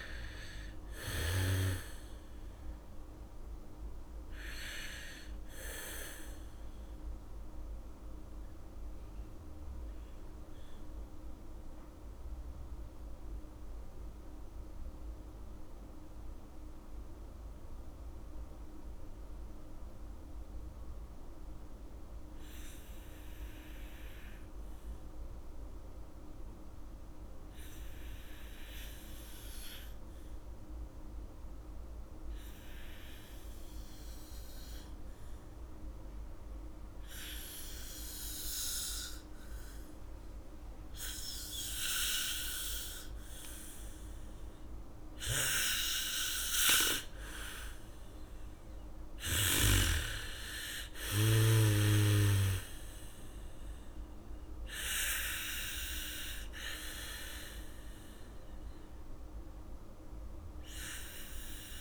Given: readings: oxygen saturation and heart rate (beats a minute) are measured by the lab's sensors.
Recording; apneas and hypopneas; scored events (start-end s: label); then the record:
breathing in sleep by a room microphone; 1
0.00-19.00 s: oxygen desaturation (device-marked, oxygen 77% lowest, heart rate 50 extreme)
9.50-45.00 s: mixed apnea (oxygen 98% before, 77% lowest, heart rate 66 before, 56 extreme, up 11 after)
31.00-61.81 s: oxygen desaturation (device-marked, oxygen 99% before, 78% lowest, heart rate 76 before, 46 extreme)
37.00-40.00 s: bradycardia (device-marked, heart rate 69 before, 60 extreme)
41.00-44.00 s: bradycardia (device-marked, heart rate 69 before, 56 extreme)
47.50-51.00 s: arousal
From the record:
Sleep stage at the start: N2 (light sleep); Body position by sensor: on the back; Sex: female